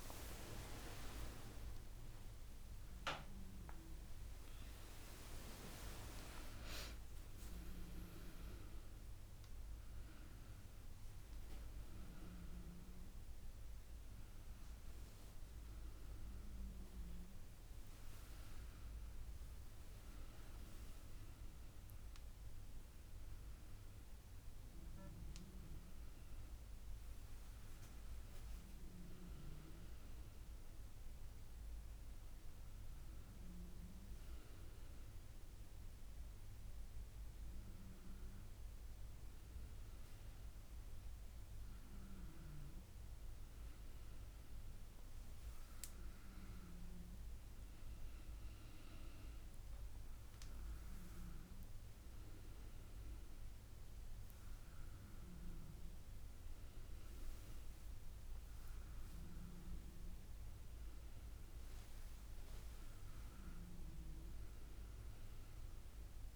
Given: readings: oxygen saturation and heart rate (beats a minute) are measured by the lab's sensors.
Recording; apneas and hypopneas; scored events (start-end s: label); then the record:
a person awake in a sleep study, by a room microphone; none
0.00-1.00 s: long interval between heartbeats (device-marked, heart rate 94 extreme)
0.00-9.00 s: tachycardia (device-marked, heart rate 119 extreme)
0.00-10.00 s: drop in pulse transit time (device-marked, heart rate 94 extreme)
2.50-4.50 s: long interval between heartbeats (device-marked, heart rate 84 before, 114 extreme)
6.00-8.00 s: long interval between heartbeats (device-marked, heart rate 91 before, 112 extreme)
15.00-17.00 s: long interval between heartbeats (device-marked, heart rate 101 before, 93 extreme)
49.00-66.36 s: drop in pulse transit time (device-marked, heart rate 82 before, 82 extreme)
From the record:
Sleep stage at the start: awake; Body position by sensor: on the back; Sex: female